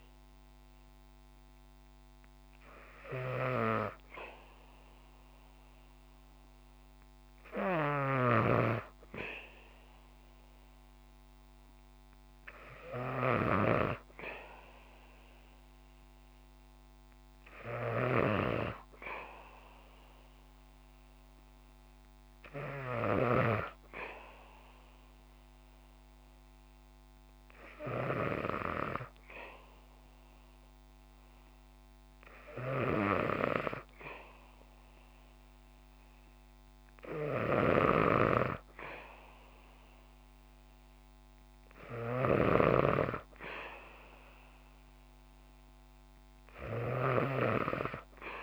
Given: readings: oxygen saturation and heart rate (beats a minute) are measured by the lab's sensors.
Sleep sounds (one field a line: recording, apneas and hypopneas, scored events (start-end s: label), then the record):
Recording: breathing in sleep by a microphone on the trachea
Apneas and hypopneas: 1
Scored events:
0.00-14.50 s: oxygen desaturation (device-marked, oxygen 93% lowest, heart rate 61 extreme)
7.00-23.00 s: snoring (device-marked)
24.00-36.00 s: hypopnea (oxygen 97% before, 94% lowest, heart rate 63 before, 63 extreme, up 2 after)
37.00-48.43 s: snoring (device-marked)
38.00-41.50 s: arousal
From the record:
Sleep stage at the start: N2 (light sleep)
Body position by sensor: on the back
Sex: female